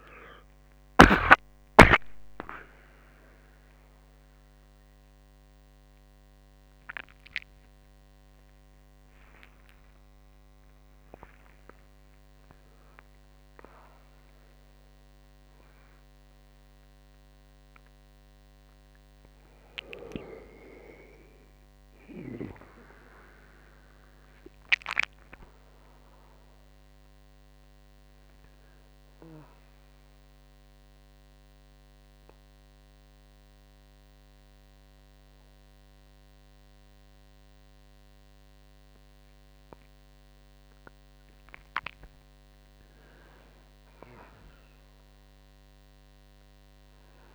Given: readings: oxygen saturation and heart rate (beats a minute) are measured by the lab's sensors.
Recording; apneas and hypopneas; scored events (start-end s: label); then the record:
a person awake in a sleep study, by a microphone on the trachea; none
24.50-47.35 s: new sleep stage, N1 (lightest sleep)
From the record:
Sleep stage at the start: awake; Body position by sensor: on the right side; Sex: male